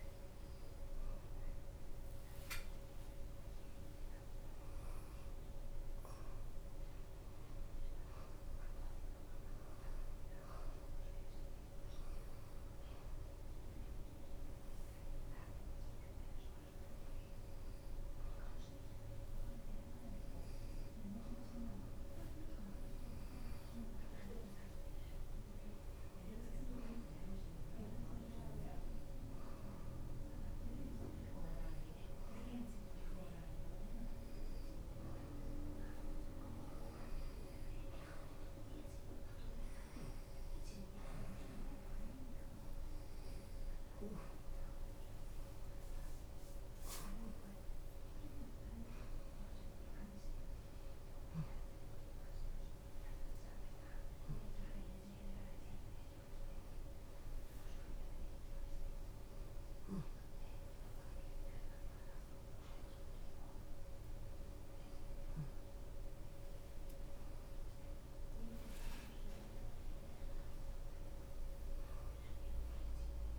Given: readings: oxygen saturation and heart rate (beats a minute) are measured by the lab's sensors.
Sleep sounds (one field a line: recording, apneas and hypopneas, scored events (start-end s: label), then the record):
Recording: breathing in sleep by a room microphone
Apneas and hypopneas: none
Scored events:
0.00-2.00 s: oxygen desaturation (device-marked, oxygen 88% lowest, heart rate 91 extreme)
4.50-8.50 s: arousal
49.00-58.00 s: drop in pulse transit time (device-marked, heart rate 94 before, 94 extreme)
From the record:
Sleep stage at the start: N2 (light sleep)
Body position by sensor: upright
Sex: female